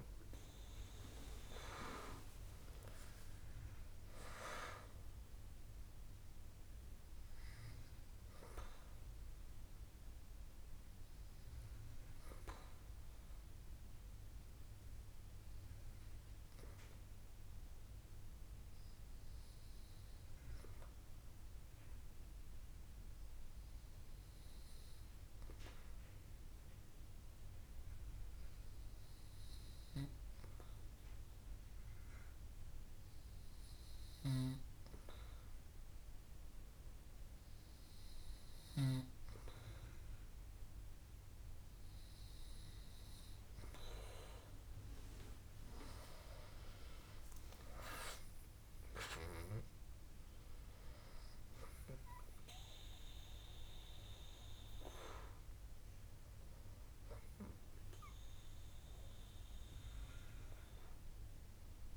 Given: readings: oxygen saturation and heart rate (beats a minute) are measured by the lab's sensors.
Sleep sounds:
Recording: breathing in sleep by a room microphone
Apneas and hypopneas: 1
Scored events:
16.00-39.50 s: hypopnea (oxygen 99% before, 95% lowest, heart rate 67 before, 61 extreme, up 3 after)
41.00-45.50 s: arousal
From the record:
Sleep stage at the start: N2 (light sleep)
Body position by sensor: on the back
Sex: female

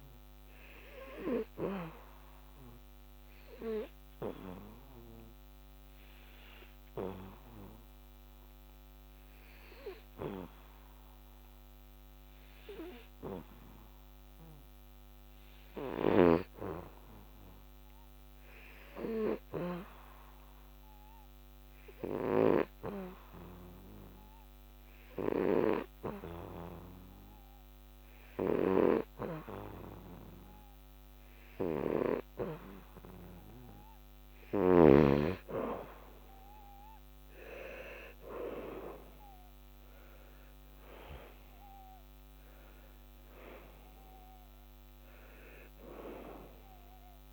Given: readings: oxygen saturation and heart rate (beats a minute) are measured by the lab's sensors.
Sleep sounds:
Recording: breathing in sleep by a microphone on the trachea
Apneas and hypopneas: 1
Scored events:
0.00-16.50 s: oxygen desaturation (device-marked, oxygen 89% lowest, heart rate 67 extreme)
6.00-33.00 s: hypopnea (oxygen 98% before, 89% lowest, heart rate 75 before, 67 extreme, up 14 after)
33.50-47.33 s: oxygen desaturation (device-marked, oxygen 96% before, 90% lowest, heart rate 73 before, 67 extreme)
35.00-38.50 s: arousal
From the record:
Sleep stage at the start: N2 (light sleep)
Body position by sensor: on the back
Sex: male

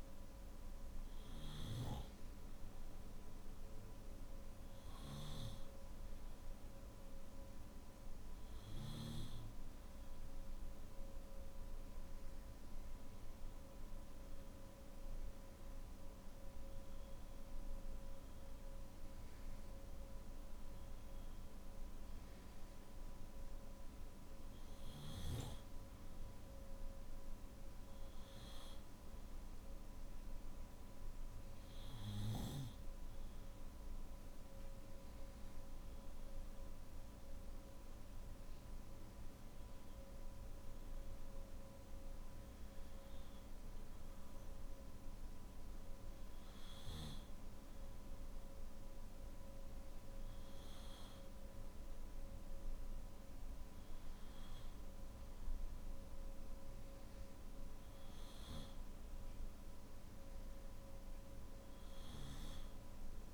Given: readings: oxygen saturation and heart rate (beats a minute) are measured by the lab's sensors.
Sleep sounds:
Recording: breathing in sleep, hard to hear, by a room microphone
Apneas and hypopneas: none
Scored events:
61.50-63.34 s: new sleep stage, N1 (lightest sleep)
From the record:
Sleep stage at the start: N2 (light sleep)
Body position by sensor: on the back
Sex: male

